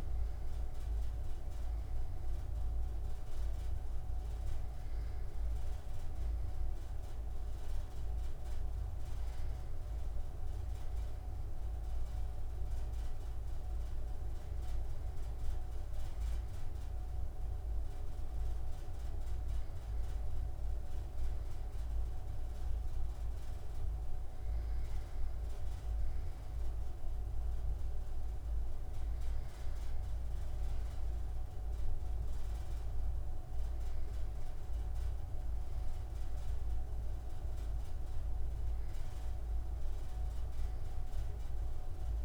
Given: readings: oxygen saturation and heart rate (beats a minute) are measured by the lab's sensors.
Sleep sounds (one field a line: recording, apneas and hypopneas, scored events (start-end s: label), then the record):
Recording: breathing in sleep, hard to hear, by a room microphone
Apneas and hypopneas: none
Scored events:
none scored
From the record:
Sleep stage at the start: N2 (light sleep)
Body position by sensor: on the right side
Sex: male